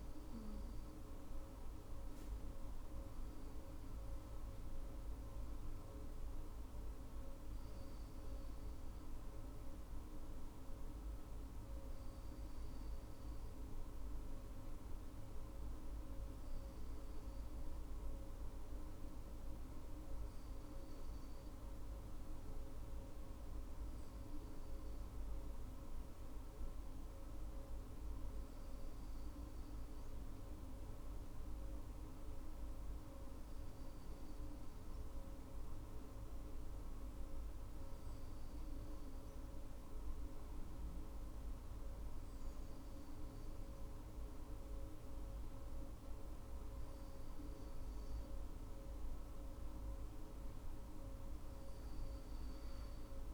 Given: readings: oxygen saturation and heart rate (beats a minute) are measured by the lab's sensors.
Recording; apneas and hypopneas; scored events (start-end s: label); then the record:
breathing in sleep, hard to hear, by a room microphone; none
none scored
From the record:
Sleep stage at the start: N2 (light sleep); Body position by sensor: on the right side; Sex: female